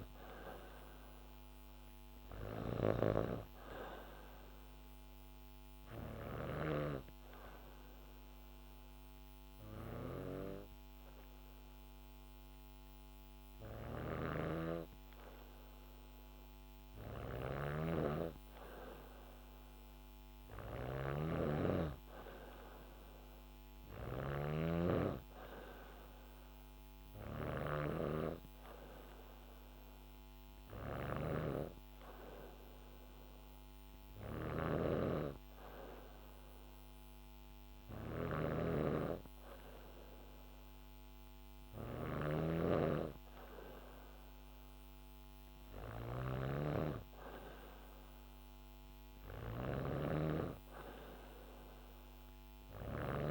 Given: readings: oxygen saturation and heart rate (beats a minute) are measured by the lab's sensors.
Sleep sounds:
breathing in sleep by a microphone on the trachea; 1
0.00-6.50 s: snoring (device-marked)
3.50-16.50 s: oxygen desaturation (device-marked, oxygen 97% before, 94% lowest, heart rate 67 before, 67 extreme)
4.00-16.50 s: hypopnea (oxygen 98% before, 93% lowest, heart rate 67 before, 67 extreme, up 2 after)
13.50-53.00 s: snoring (device-marked)
21.00-24.50 s: arousal
48.00-51.00 s: arousal
From the record:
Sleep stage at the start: N2 (light sleep); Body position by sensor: on the back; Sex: female

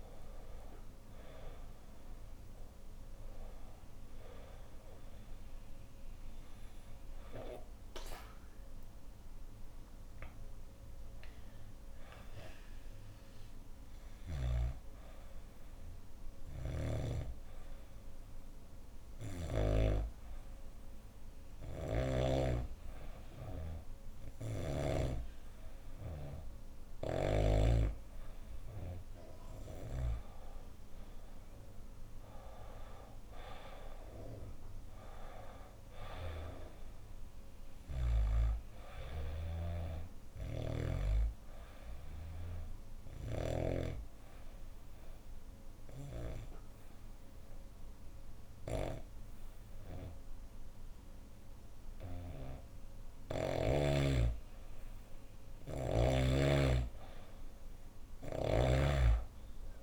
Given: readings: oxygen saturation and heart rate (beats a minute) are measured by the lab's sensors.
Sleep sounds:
breathing in sleep by a room microphone; 2
15.00-28.50 s: obstructive apnea (oxygen 98% before, 92% lowest, heart rate 80 before, 67 extreme, up 9 after)
16.00-19.50 s: snoring (device-marked)
27.50-45.50 s: oxygen desaturation (device-marked, oxygen 96% before, 93% lowest, heart rate 72 before, 71 extreme)
30.50-34.00 s: arousal
41.50-54.00 s: obstructive apnea (oxygen 97% before, 92% lowest, heart rate 72 before, 71 extreme, up 6 after)
57.50-59.83 s: oxygen desaturation (device-marked, oxygen 96% before, 92% lowest, heart rate 74 before, 71 extreme)
From the record:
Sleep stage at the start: N2 (light sleep); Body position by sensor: on the back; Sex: female

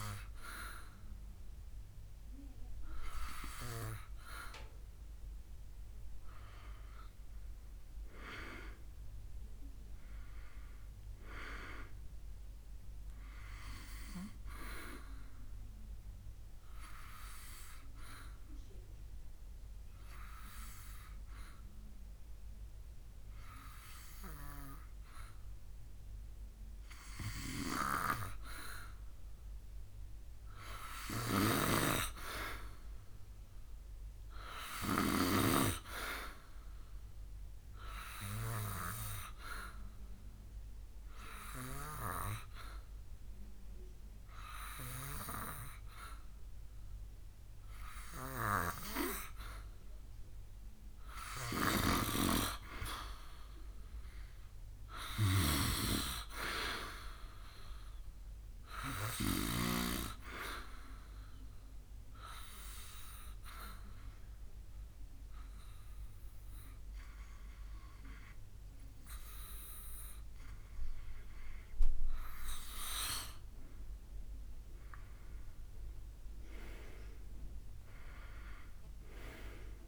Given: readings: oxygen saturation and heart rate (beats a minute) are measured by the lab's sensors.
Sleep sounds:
breathing in sleep by a room microphone; 3
8.00-11.00 s: arousal
15.00-27.00 s: obstructive apnea (oxygen 95% before, 91% lowest, heart rate 77 before, 71 extreme, up 2 after)
28.00-31.50 s: arousal
31.00-35.50 s: snoring (device-marked)
38.50-50.50 s: obstructive apnea (oxygen 95% before, 91% lowest, heart rate 72 before, 71 extreme, up 0 after)
47.50-63.50 s: oxygen desaturation (device-marked, oxygen 95% before, 91% lowest, heart rate 73 before, 71 extreme)
53.50-57.00 s: arousal
62.50-73.50 s: obstructive apnea (oxygen 95% before, 91% lowest, heart rate 73 before, 72 extreme, up 5 after)
76.00-79.50 s: arousal
From the record:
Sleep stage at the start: N2 (light sleep); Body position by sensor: on the back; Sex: male

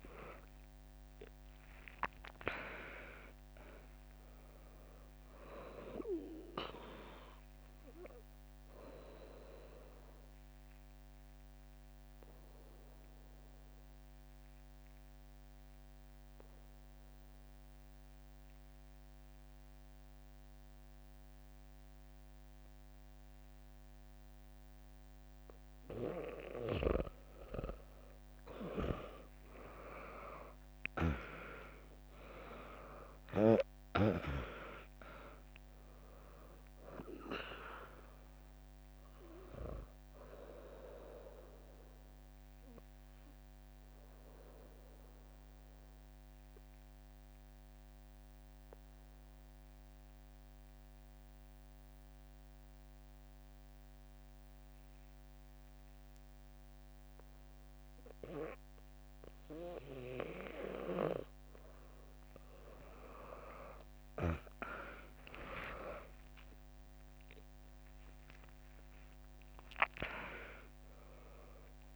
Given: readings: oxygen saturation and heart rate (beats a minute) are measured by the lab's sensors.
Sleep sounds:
breathing in sleep by a microphone on the trachea; 2
0.00-9.50 s: drop in pulse transit time (device-marked, heart rate 62 extreme)
2.50-20.50 s: oxygen desaturation (device-marked, oxygen 99% before, 95% lowest, heart rate 68 before, 62 extreme)
10.50-26.50 s: obstructive apnea (oxygen 100% before, 95% lowest, heart rate 68 before, 62 extreme, up 0 after)
29.00-33.50 s: arousal
30.50-42.50 s: drop in pulse transit time (device-marked, heart rate 65 before, 62 extreme)
35.50-55.50 s: oxygen desaturation (device-marked, oxygen 99% before, 95% lowest, heart rate 64 before, 58 extreme)
43.00-61.00 s: obstructive apnea (oxygen 99% before, 95% lowest, heart rate 67 before, 58 extreme, up 2 after)
65.00-69.50 s: arousal
65.50-71.95 s: drop in pulse transit time (device-marked, heart rate 69 before, 61 extreme)
From the record:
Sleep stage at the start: N2 (light sleep); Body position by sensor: on the back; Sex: female

